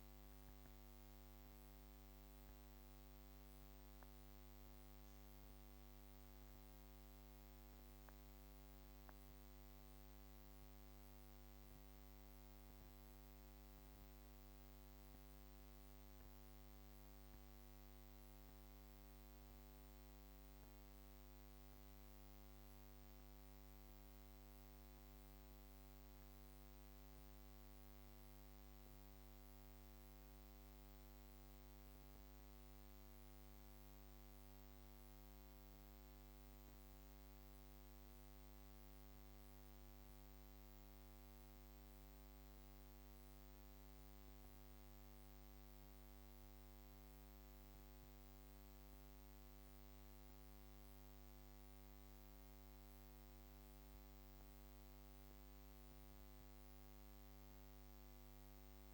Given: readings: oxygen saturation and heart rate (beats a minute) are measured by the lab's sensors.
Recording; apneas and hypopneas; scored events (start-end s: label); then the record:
breathing in sleep, hard to hear, by a microphone on the trachea; 2
0.00-7.50 s: oxygen desaturation (device-marked, oxygen 92% lowest)
10.50-27.00 s: obstructive apnea (oxygen 98% before, 95% lowest)
30.50-34.00 s: arousal
40.00-52.00 s: obstructive apnea (oxygen 98% before, 95% lowest)
56.00-58.94 s: arousal
From the record:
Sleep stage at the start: N2 (light sleep); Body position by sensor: on the back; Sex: female